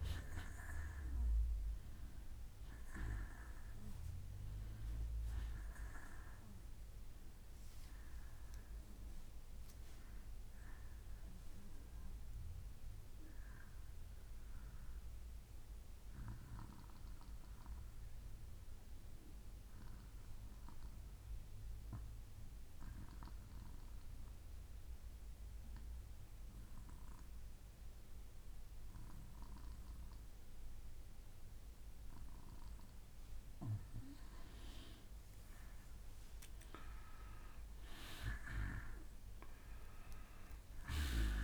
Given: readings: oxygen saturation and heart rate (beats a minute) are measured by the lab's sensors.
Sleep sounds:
breathing in sleep by a room microphone; 1
0.00-15.00 s: oxygen desaturation (device-marked, oxygen 88% lowest, heart rate 59 extreme)
13.00-30.50 s: obstructive apnea (oxygen 95% before, 86% lowest, heart rate 63 before, 59 extreme, up 2 after)
15.00-17.00 s: bradycardia (device-marked, heart rate 63 before, 60 extreme)
29.00-41.44 s: oxygen desaturation (device-marked, oxygen 96% before, 86% lowest, heart rate 61 before, 59 extreme)
34.00-38.50 s: arousal
From the record:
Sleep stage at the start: N2 (light sleep); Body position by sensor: on the back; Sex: male

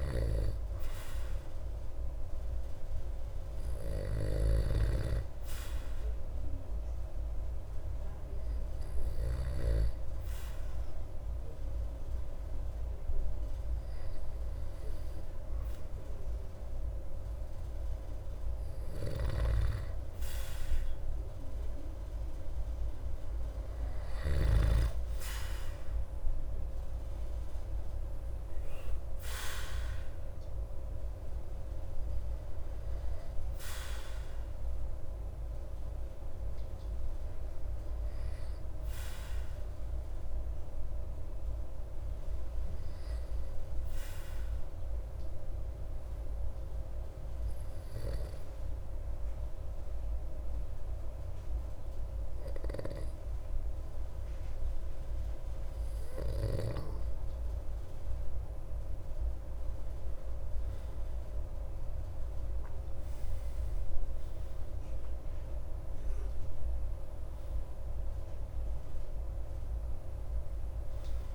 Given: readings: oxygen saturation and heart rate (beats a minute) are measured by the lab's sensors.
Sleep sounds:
breathing in sleep by a room microphone; 2
5.50-19.00 s: hypopnea (oxygen 97% before, 95% lowest)
19.00-24.50 s: snoring (device-marked)
22.00-25.50 s: arousal
42.50-58.50 s: obstructive apnea (oxygen 97% before, 94% lowest)
62.50-66.50 s: arousal
67.00-71.35 s: oxygen desaturation (device-marked, oxygen 97% before, 94% lowest)
From the record:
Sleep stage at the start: N2 (light sleep); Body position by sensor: on the back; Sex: male

